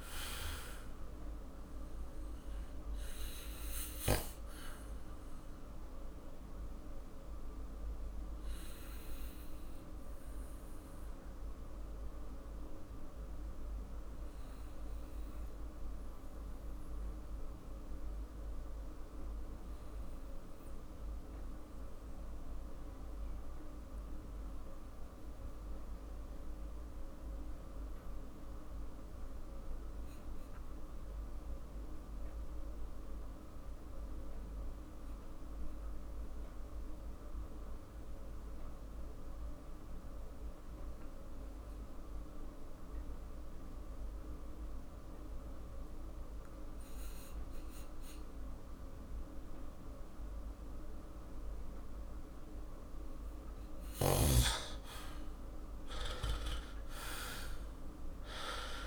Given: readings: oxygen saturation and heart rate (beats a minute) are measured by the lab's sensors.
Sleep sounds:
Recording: breathing in sleep by a room microphone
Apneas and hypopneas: 1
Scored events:
0.00-5.00 s: oxygen desaturation (device-marked, oxygen 88% lowest, heart rate 43 extreme)
3.50-52.50 s: obstructive apnea (oxygen 96% before, 85% lowest, heart rate 49 before, 43 extreme, up 12 after)
32.00-49.00 s: oxygen desaturation (device-marked, oxygen 98% before, 90% lowest, heart rate 44 before, 46 extreme)
55.00-58.87 s: arousal
From the record:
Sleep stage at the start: N2 (light sleep)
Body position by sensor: on the back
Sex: male

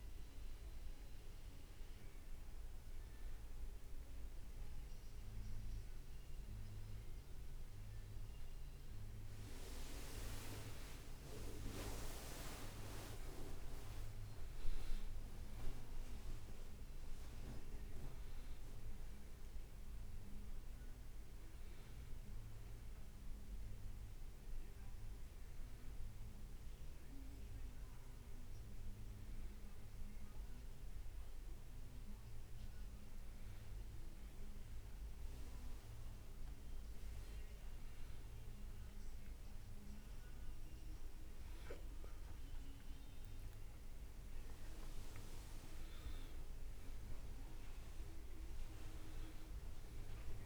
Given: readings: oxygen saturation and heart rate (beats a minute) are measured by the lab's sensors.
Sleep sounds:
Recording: a person awake in a sleep study, by a room microphone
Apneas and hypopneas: none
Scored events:
9.00-17.00 s: leg movement (device-marked)
33.00-36.50 s: leg movement (device-marked)
44.00-49.50 s: leg movement (device-marked)
From the record:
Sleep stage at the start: awake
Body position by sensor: on the back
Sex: male

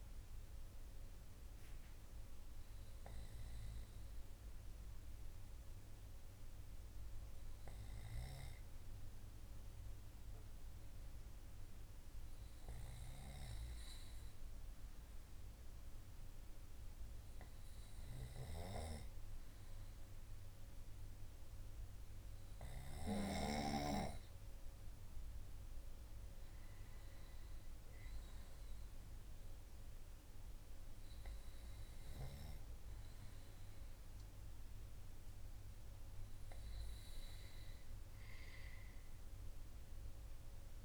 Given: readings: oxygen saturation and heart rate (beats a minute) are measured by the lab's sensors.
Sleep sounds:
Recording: breathing in sleep by a room microphone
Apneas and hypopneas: none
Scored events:
none scored
From the record:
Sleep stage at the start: N2 (light sleep)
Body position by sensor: on the right side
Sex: male

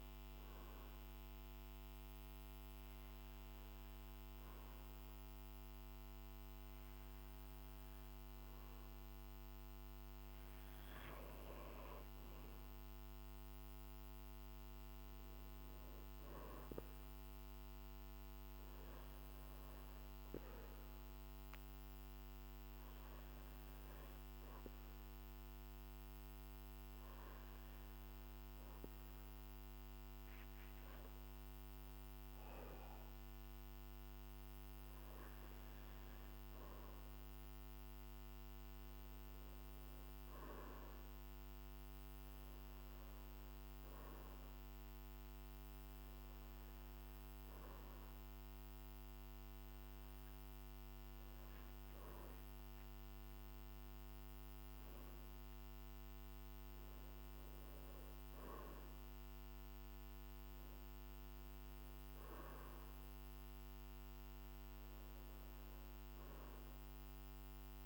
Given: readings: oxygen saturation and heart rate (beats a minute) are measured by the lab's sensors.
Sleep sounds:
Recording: breathing in sleep, hard to hear, by a microphone on the trachea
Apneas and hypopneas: none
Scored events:
none scored
From the record:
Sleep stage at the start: N2 (light sleep)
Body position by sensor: on the back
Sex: male

